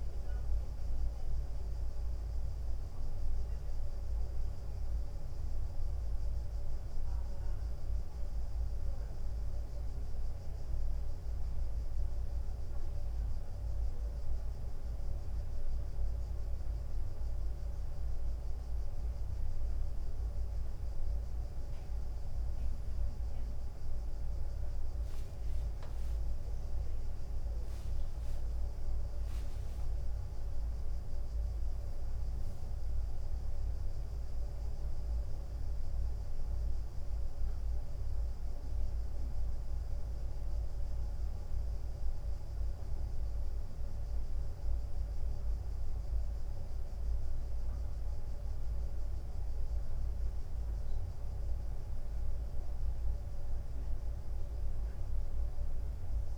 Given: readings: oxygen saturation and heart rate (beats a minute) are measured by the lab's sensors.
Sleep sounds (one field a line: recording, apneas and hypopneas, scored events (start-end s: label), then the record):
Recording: a person awake in a sleep study, hard to hear, by a room microphone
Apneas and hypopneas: 1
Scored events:
0.50-11.50 s: hypopnea (oxygen 95% before, 93% lowest, heart rate 96 before, 94 extreme, up 1 after)
17.00-56.38 s: new sleep stage, awake
29.00-43.00 s: drop in pulse transit time (device-marked, heart rate 96 before, 94 extreme)
From the record:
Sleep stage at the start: N1 (lightest sleep)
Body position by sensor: on the right side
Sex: male